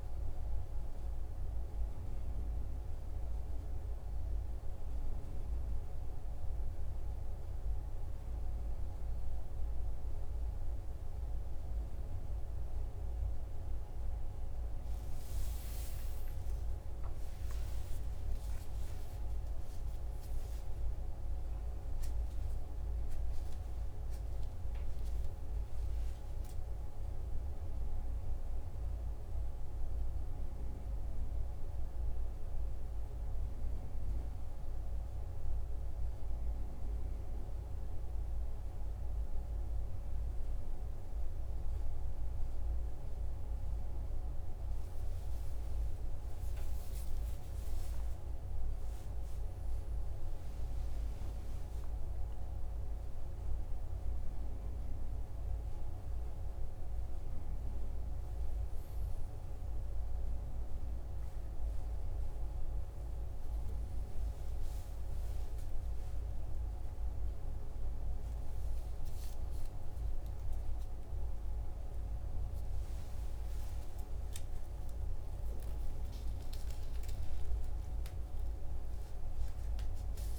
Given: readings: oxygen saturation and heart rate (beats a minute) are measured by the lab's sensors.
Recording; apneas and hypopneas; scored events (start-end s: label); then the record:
a person awake in a sleep study, hard to hear, by a room microphone; none
none scored
From the record:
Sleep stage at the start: awake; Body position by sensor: on the right side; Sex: male